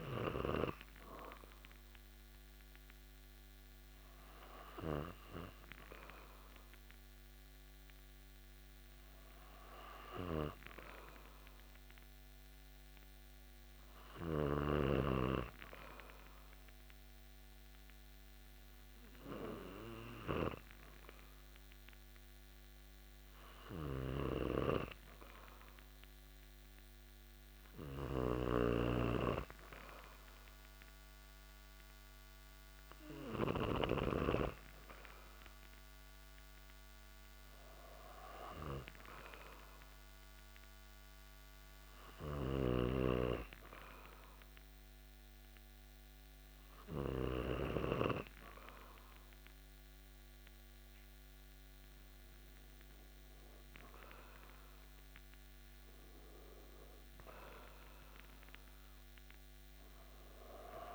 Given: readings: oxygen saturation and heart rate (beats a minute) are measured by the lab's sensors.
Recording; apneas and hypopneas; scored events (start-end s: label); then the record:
breathing in sleep by a microphone on the trachea; 1
12.50-26.00 s: hypopnea (oxygen 97% before, 95% lowest)
27.00-30.50 s: arousal
28.00-34.00 s: snoring (device-marked)
42.50-48.00 s: snoring (device-marked)
56.50-60.00 s: arousal
From the record:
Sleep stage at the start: N2 (light sleep); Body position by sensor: on the back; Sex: male